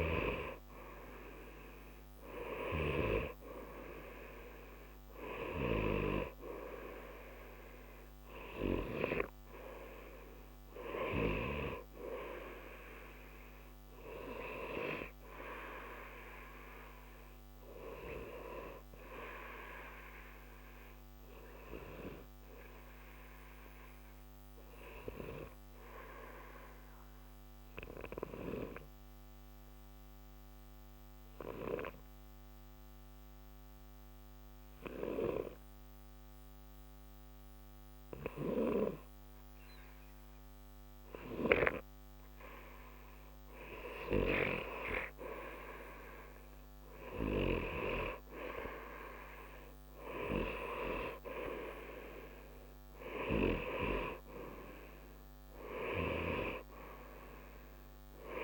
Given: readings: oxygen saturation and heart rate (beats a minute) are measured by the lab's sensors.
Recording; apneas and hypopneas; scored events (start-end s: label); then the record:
breathing in sleep by a microphone on the trachea; 1
0.00-26.50 s: oxygen desaturation (device-marked, oxygen 90% lowest, heart rate 60 extreme)
21.00-42.50 s: obstructive apnea (oxygen 94% before, 91% lowest, heart rate 61 before, 60 extreme, up 2 after)
44.50-48.50 s: arousal
47.50-58.44 s: oxygen desaturation (device-marked, oxygen 95% before, 91% lowest, heart rate 61 before, 60 extreme)
From the record:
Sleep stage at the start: N2 (light sleep); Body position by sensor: on the right side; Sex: male